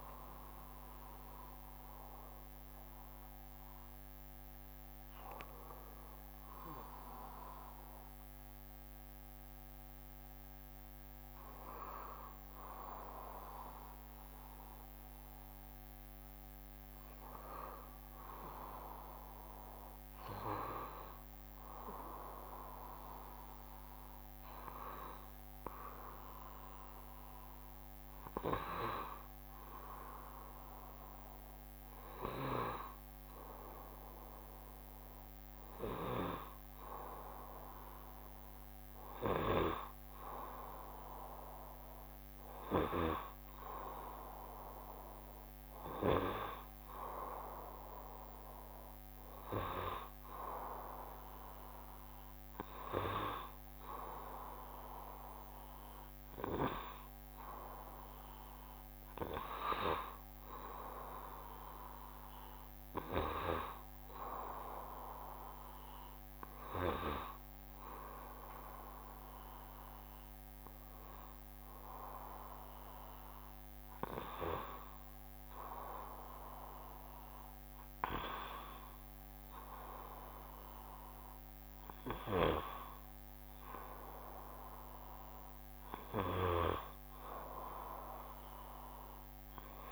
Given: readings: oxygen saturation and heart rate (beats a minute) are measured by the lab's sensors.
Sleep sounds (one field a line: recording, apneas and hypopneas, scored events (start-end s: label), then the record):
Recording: breathing in sleep by a microphone on the trachea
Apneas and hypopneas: 1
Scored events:
15.00-85.50 s: obstructive apnea (oxygen 93% before, 89% lowest, heart rate 70 before, 69 extreme, up 1 after)
28.50-35.50 s: oxygen desaturation (device-marked, oxygen 95% before, 92% lowest, heart rate 68 before, 69 extreme)
From the record:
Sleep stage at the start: N1 (lightest sleep)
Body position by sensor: on the back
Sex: male